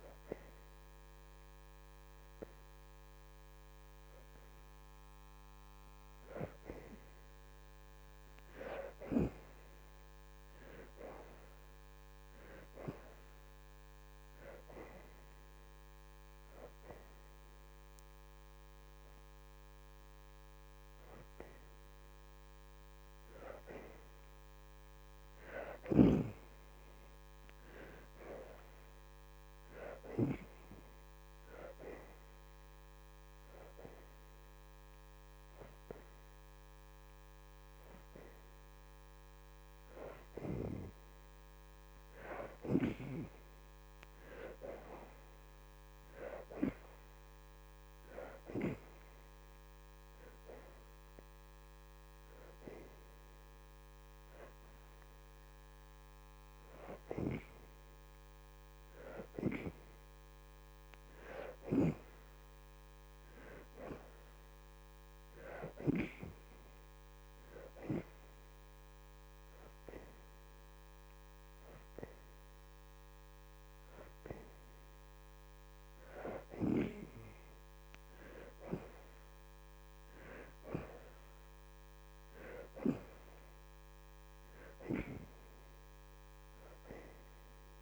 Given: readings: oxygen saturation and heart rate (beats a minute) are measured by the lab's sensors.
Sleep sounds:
breathing in sleep by a microphone on the trachea; 1
4.00-14.00 s: oxygen desaturation (device-marked, oxygen 73% before, 60% lowest, heart rate 83 before, 79 extreme)
19.00-28.00 s: oxygen desaturation (device-marked, oxygen 72% before, 61% lowest, heart rate 83 before, 79 extreme)
32.50-42.50 s: hypopnea (oxygen 73% before, 58% lowest, heart rate 82 before, 79 extreme, up 6 after)
37.00-49.00 s: oxygen desaturation (device-marked, oxygen 71% before, 58% lowest, heart rate 82 before, 79 extreme)
44.50-48.50 s: arousal
51.00-63.00 s: oxygen desaturation (device-marked, oxygen 71% before, 61% lowest, heart rate 82 before, 81 extreme)
69.00-83.00 s: oxygen desaturation (device-marked, oxygen 73% before, 62% lowest, heart rate 84 before, 81 extreme)
From the record:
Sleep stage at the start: N2 (light sleep); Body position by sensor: on the back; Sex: female

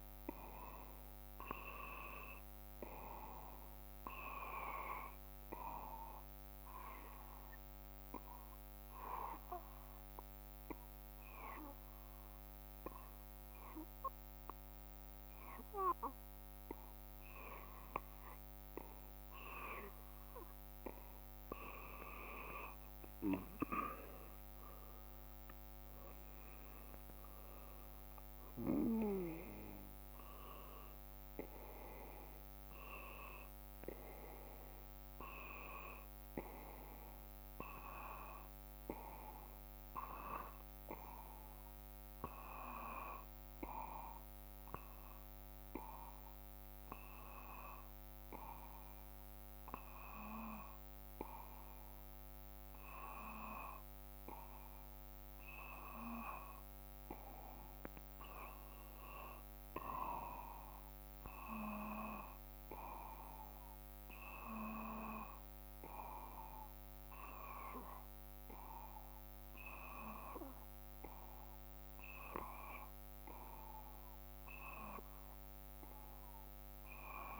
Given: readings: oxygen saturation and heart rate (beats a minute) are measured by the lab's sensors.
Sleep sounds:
breathing in sleep by a microphone on the trachea; 2
6.00-20.00 s: obstructive apnea (oxygen 93% before, 90% lowest, heart rate 58 before, 55 extreme, up 5 after)
23.00-36.00 s: drop in pulse transit time (device-marked, heart rate 57 before, 57 extreme)
23.50-28.00 s: arousal
24.00-44.00 s: oxygen desaturation (device-marked, oxygen 94% before, 90% lowest, heart rate 57 before, 55 extreme)
43.50-55.00 s: obstructive apnea (oxygen 94% before, 92% lowest, heart rate 59 before, 56 extreme, up 1 after)
59.00-62.50 s: arousal
From the record:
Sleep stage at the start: N2 (light sleep); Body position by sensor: on the back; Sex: male

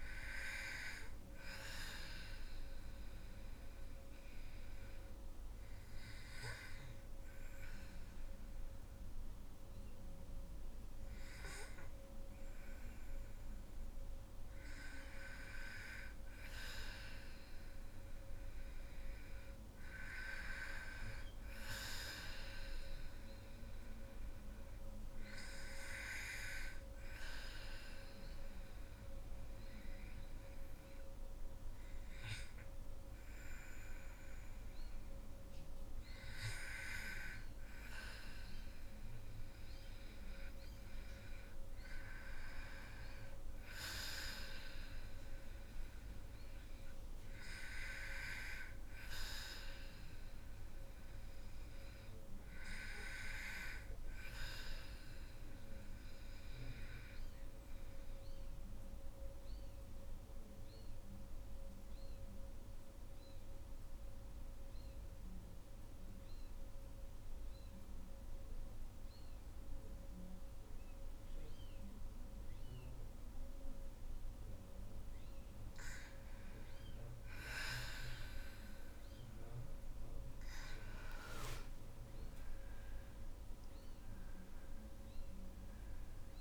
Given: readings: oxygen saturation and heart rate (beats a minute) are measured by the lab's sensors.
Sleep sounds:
breathing in sleep by a room microphone; 2
0.00-13.00 s: oxygen desaturation (device-marked, oxygen 94% lowest, heart rate 53 extreme)
1.00-13.50 s: obstructive apnea (oxygen 98% before, 94% lowest, heart rate 55 before, 53 extreme, up 4 after)
15.50-19.50 s: arousal
55.50-74.00 s: obstructive apnea (oxygen 98% before, 88% lowest, heart rate 57 before, 45 extreme, up 9 after)
78.00-86.41 s: oxygen desaturation (device-marked, oxygen 97% before, 88% lowest, heart rate 50 before, 58 extreme)
78.50-83.50 s: arousal
From the record:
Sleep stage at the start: N2 (light sleep); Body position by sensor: on the back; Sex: female

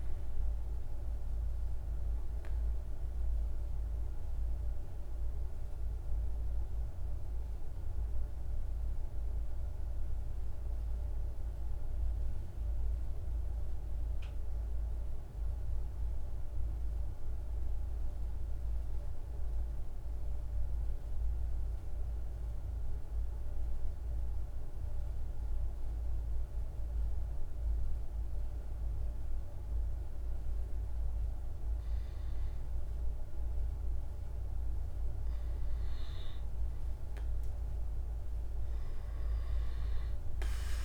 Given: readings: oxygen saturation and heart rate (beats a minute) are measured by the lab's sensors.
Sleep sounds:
breathing in sleep, hard to hear, by a room microphone; 1
0.00-11.00 s: oxygen desaturation (device-marked, oxygen 88% lowest, heart rate 49 extreme)
2.00-33.50 s: mixed apnea (oxygen 98% before, 89% lowest, heart rate 55 before, 49 extreme, up 2 after)
24.00-40.85 s: oxygen desaturation (device-marked, oxygen 100% before, 89% lowest, heart rate 50 before, 50 extreme)
From the record:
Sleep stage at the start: N2 (light sleep); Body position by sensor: on the back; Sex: male

